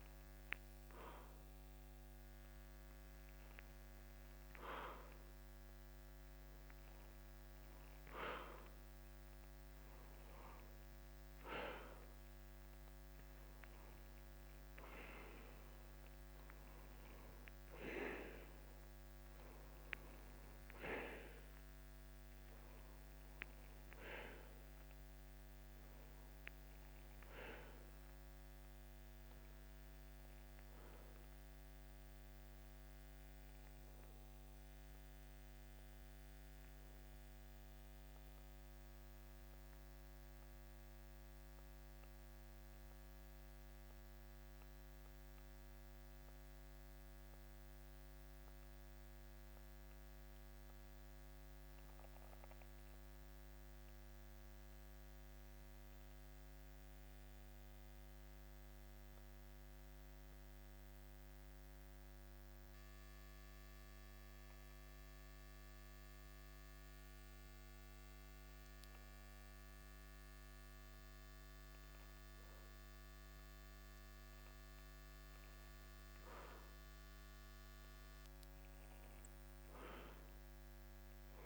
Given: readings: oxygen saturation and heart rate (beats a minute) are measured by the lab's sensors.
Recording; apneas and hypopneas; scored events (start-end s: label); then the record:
breathing in sleep by a microphone on the trachea; 1
9.00-24.00 s: oxygen desaturation (device-marked, oxygen 97% before, 94% lowest, heart rate 52 before, 53 extreme)
27.00-75.50 s: obstructive apnea (oxygen 98% before, 91% lowest, heart rate 54 before, 47 extreme, up 2 after)
31.00-57.00 s: oxygen desaturation (device-marked, oxygen 95% before, 91% lowest, heart rate 54 before, 47 extreme)
80.00-81.46 s: arousal
From the record:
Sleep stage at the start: N2 (light sleep); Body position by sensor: on the back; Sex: male